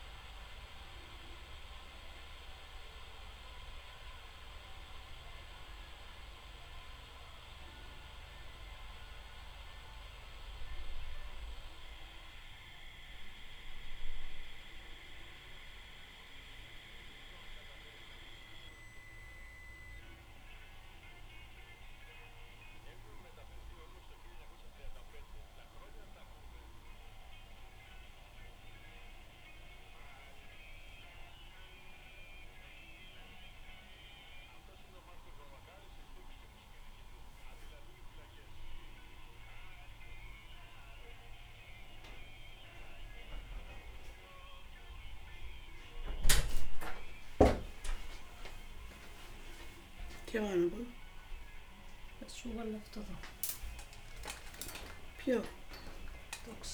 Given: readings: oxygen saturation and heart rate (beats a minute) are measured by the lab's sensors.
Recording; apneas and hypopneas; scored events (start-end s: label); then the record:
a person awake in a sleep study, by a room microphone; none
none scored
From the record:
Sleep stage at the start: awake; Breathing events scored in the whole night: 317 in 4.7 hours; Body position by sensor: on the back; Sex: female